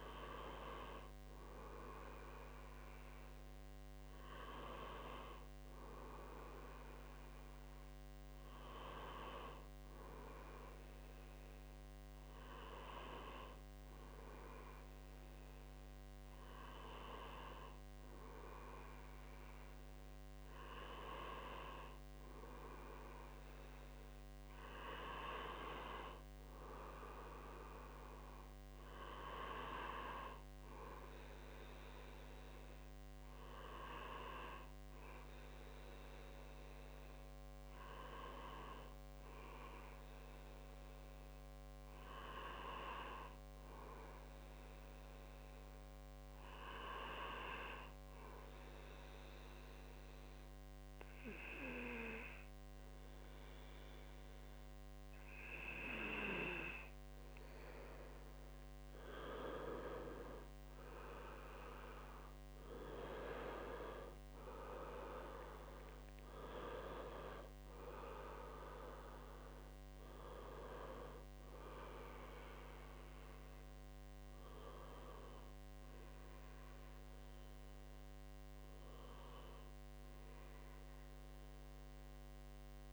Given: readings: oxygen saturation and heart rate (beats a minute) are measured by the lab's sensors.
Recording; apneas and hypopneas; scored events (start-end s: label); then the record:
breathing in sleep by a microphone on the trachea; none
none scored
From the record:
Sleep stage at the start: N2 (light sleep); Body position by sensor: on the right side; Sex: male